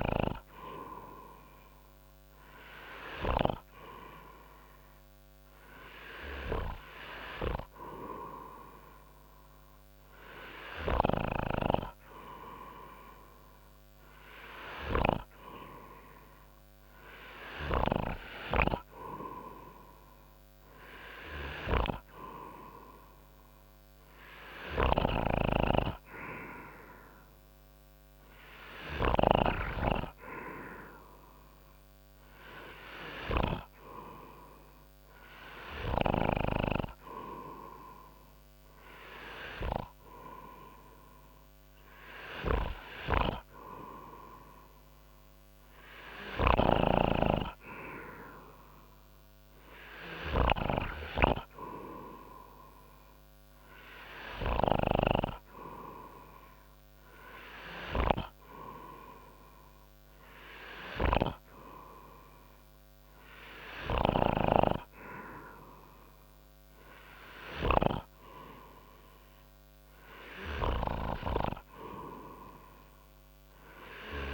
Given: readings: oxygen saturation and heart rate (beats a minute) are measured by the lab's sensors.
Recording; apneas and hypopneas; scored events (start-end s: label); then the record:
breathing in sleep by a microphone on the trachea; none
none scored
From the record:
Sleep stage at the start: N2 (light sleep); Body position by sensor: on the front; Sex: male